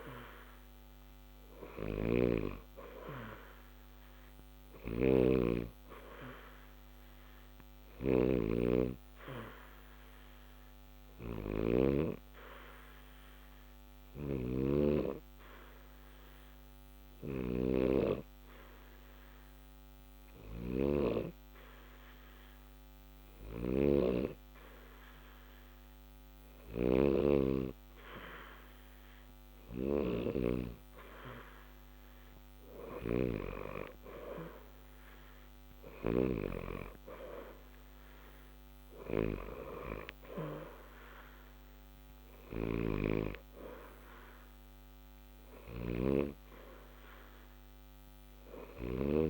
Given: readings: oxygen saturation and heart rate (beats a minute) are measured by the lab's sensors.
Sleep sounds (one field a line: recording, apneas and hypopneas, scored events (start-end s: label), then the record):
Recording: breathing in sleep by a microphone on the trachea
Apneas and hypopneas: 1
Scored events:
4.50-8.00 s: snoring (device-marked)
9.50-26.50 s: hypopnea (oxygen 90% before, 88% lowest, heart rate 60 before, 60 extreme, up 0 after)
28.50-32.00 s: arousal
From the record:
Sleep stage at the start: N2 (light sleep)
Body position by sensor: on the back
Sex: male